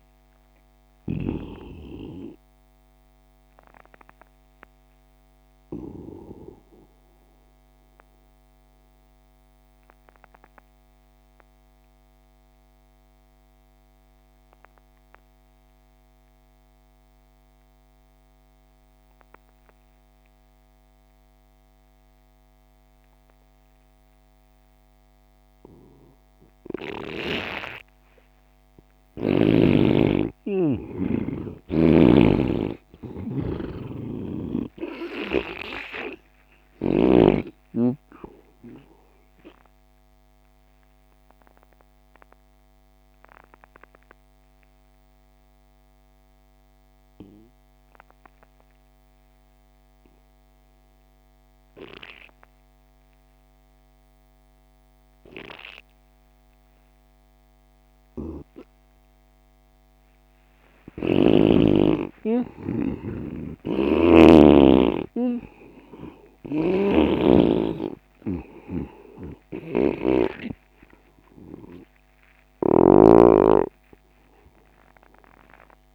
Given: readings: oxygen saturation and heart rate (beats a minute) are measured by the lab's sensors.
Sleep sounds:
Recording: breathing in sleep by a microphone on the trachea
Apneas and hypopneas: 2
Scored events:
0.00-1.50 s: snoring (device-marked)
0.00-12.50 s: oxygen desaturation (device-marked, oxygen 85% lowest)
6.00-28.00 s: obstructive apnea (oxygen 99% before, 85% lowest)
27.50-50.50 s: oxygen desaturation (device-marked, oxygen 99% before, 88% lowest)
29.00-32.50 s: arousal
40.50-60.00 s: obstructive apnea (oxygen 99% before, 83% lowest)
57.50-75.95 s: oxygen desaturation (device-marked, oxygen 98% before, 87% lowest)
61.00-64.50 s: snoring (device-marked)
61.50-65.00 s: arousal
66.50-70.50 s: snoring (device-marked)
From the record:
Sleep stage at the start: N2 (light sleep)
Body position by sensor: on the right side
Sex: male

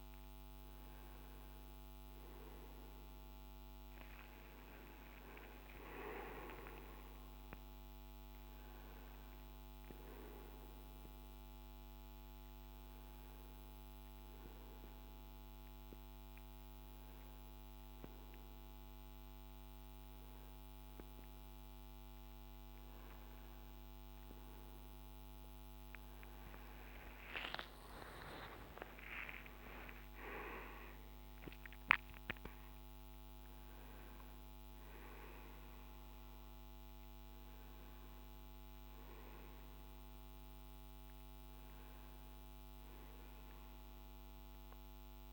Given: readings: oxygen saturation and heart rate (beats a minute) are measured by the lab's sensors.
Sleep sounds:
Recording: a person partly awake in a sleep study, by a microphone on the trachea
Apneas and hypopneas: 1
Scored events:
1.50-15.50 s: oxygen desaturation (device-marked, oxygen 98% before, 94% lowest, heart rate 79 before, 56 extreme)
6.50-36.50 s: new sleep stage, N1 (lightest sleep)
13.50-23.50 s: hypopnea (oxygen 98% before, 89% lowest, heart rate 63 before, 56 extreme, up 14 after)
26.50-30.50 s: arousal
26.50-44.50 s: oxygen desaturation (device-marked, oxygen 96% before, 89% lowest, heart rate 62 before, 53 extreme)
36.50-45.32 s: new sleep stage, N2 (light sleep)
From the record:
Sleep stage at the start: awake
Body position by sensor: on the right side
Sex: male

